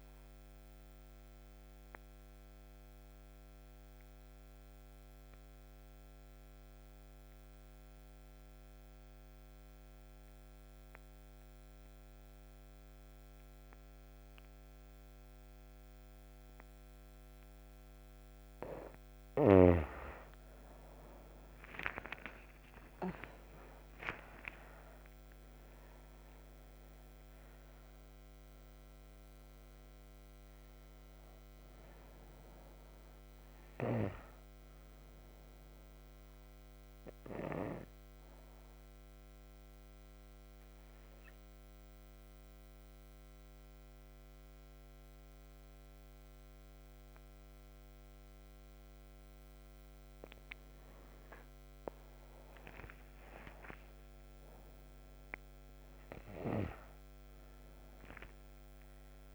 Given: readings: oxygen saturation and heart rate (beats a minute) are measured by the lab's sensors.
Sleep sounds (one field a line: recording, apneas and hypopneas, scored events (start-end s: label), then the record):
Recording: breathing in sleep by a microphone on the trachea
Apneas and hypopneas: 2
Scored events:
1.00-18.00 s: obstructive apnea (oxygen 97% before, 89% lowest)
14.50-49.50 s: oxygen desaturation (device-marked, oxygen 98% before, 89% lowest)
20.50-25.00 s: arousal
36.00-49.00 s: obstructive apnea (oxygen 98% before, 89% lowest)
51.00-54.50 s: arousal
From the record:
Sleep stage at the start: N2 (light sleep)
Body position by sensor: on the right side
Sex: female